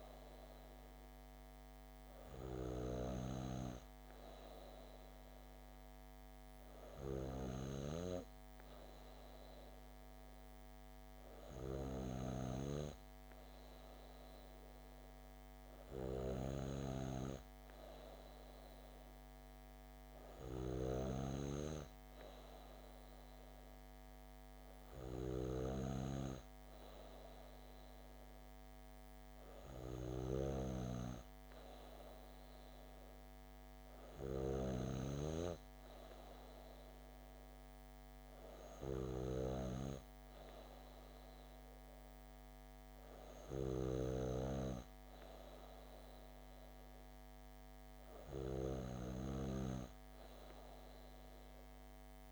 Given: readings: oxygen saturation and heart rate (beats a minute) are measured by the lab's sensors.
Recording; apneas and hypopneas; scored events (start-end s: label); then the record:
breathing in sleep by a microphone on the trachea; none
none scored
From the record:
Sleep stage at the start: N2 (light sleep); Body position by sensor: on the back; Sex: female